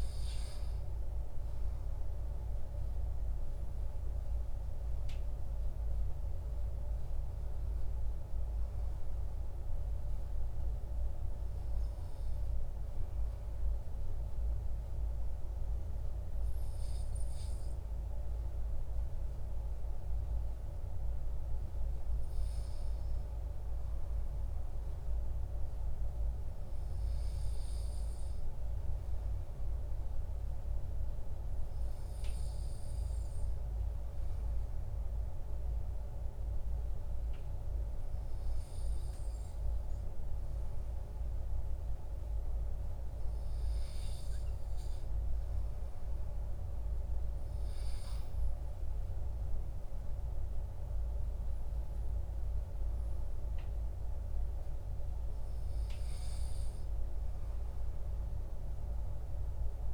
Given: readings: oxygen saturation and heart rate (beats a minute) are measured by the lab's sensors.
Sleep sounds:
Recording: breathing in sleep, hard to hear, by a room microphone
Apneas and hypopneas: 1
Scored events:
27.00-42.50 s: obstructive apnea (oxygen 97% before, 95% lowest, heart rate 52 before, 47 extreme, up 13 after)
46.00-51.00 s: arousal
From the record:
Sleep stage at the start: N2 (light sleep)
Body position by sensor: on the back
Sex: male

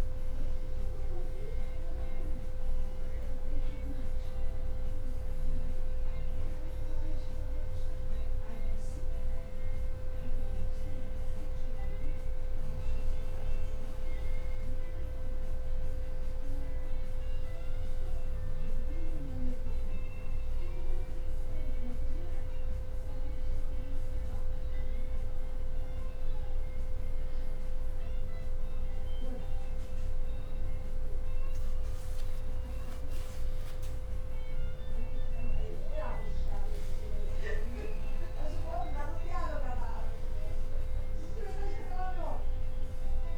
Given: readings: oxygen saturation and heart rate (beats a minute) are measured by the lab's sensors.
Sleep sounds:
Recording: breathing in sleep by a room microphone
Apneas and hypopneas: none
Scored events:
7.50-9.50 s: bradycardia (device-marked, heart rate 62 before, 60 extreme)
10.50-43.37 s: new sleep stage, N2 (light sleep)
32.00-34.00 s: long interval between heartbeats (device-marked, heart rate 60 before, 66 extreme)
36.00-38.00 s: long interval between heartbeats (device-marked, heart rate 62 before, 76 extreme)
From the record:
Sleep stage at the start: N1 (lightest sleep)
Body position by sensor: on the back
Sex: male

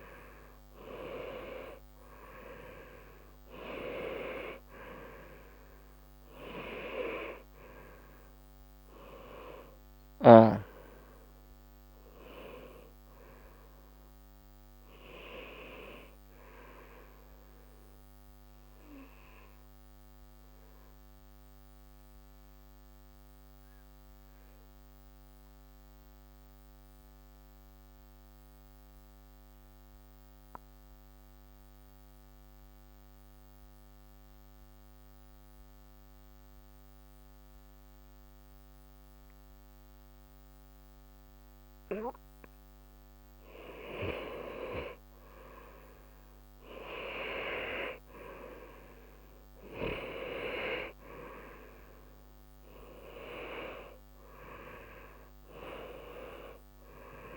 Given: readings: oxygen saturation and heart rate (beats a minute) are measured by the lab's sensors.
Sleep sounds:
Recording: breathing in sleep by a microphone on the trachea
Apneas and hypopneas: 1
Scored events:
0.00-30.00 s: oxygen desaturation (device-marked, oxygen 89% lowest, heart rate 61 extreme)
11.00-14.50 s: arousal
17.00-41.50 s: obstructive apnea (oxygen 94% before, 88% lowest, heart rate 62 before, 61 extreme, up 4 after)
43.50-47.00 s: arousal
51.00-56.00 s: oxygen desaturation (device-marked, oxygen 95% before, 92% lowest, heart rate 63 before, 61 extreme)
From the record:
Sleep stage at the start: N2 (light sleep)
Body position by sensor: on the right side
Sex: male

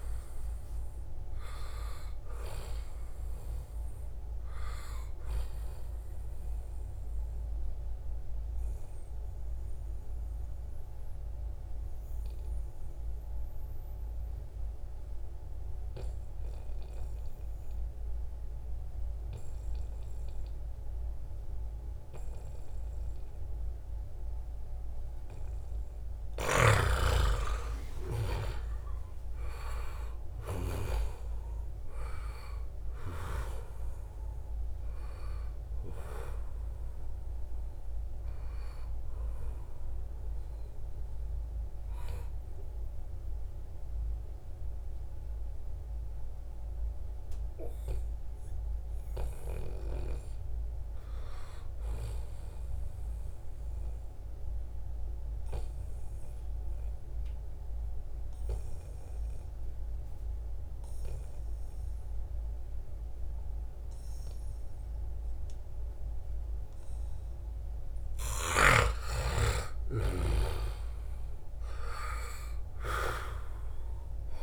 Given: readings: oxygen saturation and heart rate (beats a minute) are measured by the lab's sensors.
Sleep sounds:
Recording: breathing in sleep by a room microphone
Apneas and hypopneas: 2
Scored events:
7.50-25.00 s: obstructive apnea (oxygen 97% before, 90% lowest, heart rate 77 before, 72 extreme, up 1 after)
26.50-29.50 s: arousal
27.00-51.00 s: oxygen desaturation (device-marked, oxygen 95% before, 90% lowest, heart rate 75 before, 74 extreme)
53.50-68.00 s: obstructive apnea (oxygen 96% before, 90% lowest, heart rate 80 before, 74 extreme, up 0 after)
70.00-74.00 s: arousal
73.00-74.43 s: oxygen desaturation (device-marked, oxygen 94% before, 90% lowest, heart rate 77 before, 77 extreme)
From the record:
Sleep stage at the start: N2 (light sleep)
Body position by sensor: on the back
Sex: male

